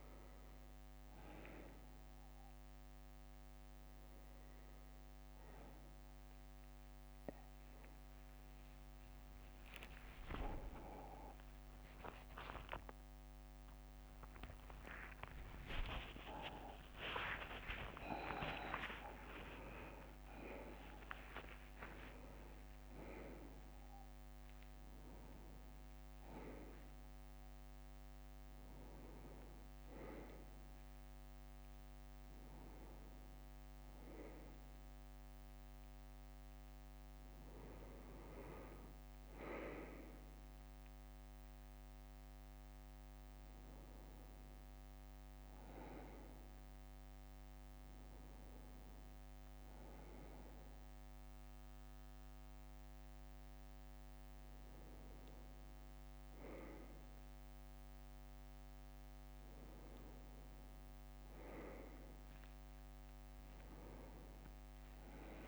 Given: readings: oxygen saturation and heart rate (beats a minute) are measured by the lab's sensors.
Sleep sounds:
a person awake in a sleep study, by a microphone on the trachea; none
10.50-22.50 s: tachycardia (device-marked, heart rate 65 before, 119 extreme)
11.00-13.00 s: long interval between heartbeats (device-marked, heart rate 67 before, 74 extreme)
16.50-18.50 s: long interval between heartbeats (device-marked, heart rate 78 before, 119 extreme)
22.50-23.00 s: leg movement (device-marked)
22.50-28.50 s: bradycardia (device-marked)
23.50-24.50 s: leg movement (device-marked)
26.00-30.00 s: leg movement (device-marked)
34.50-35.50 s: leg movement (device-marked)
35.50-40.50 s: leg movement (device-marked)
45.00-47.50 s: leg movement (device-marked)
53.50-56.00 s: leg movement (device-marked)
From the record:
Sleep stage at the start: awake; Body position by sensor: on the left side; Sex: male

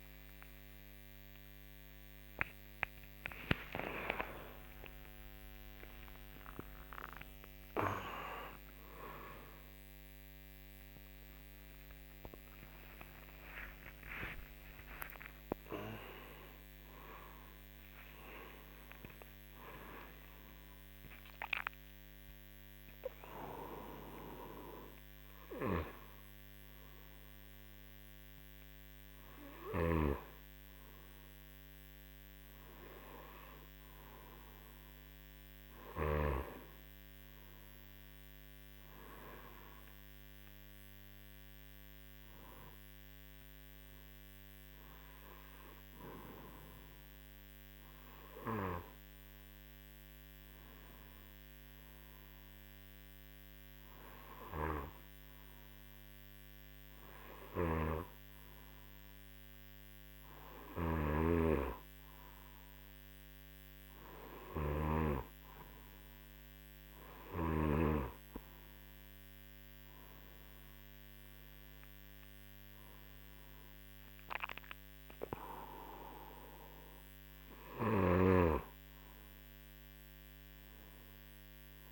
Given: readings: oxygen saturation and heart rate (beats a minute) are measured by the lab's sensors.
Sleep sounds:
a person partly awake in a sleep study, by a microphone on the trachea; none
4.00-34.00 s: new sleep stage, awake
29.50-36.00 s: snoring (device-marked)
34.00-81.92 s: new sleep stage, N2 (light sleep)
57.00-65.00 s: snoring (device-marked)
From the record:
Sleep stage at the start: N3 (deep sleep); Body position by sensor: on the right side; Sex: male

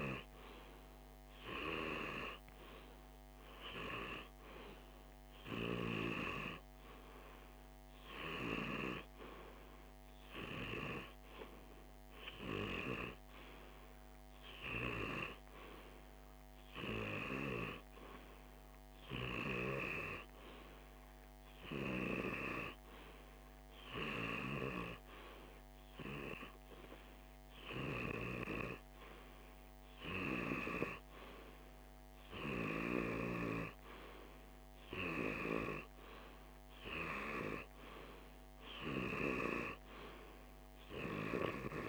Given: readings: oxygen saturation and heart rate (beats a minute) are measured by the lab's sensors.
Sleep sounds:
breathing in sleep by a microphone on the trachea; none
none scored
From the record:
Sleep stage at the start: REM sleep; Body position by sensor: on the left side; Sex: male

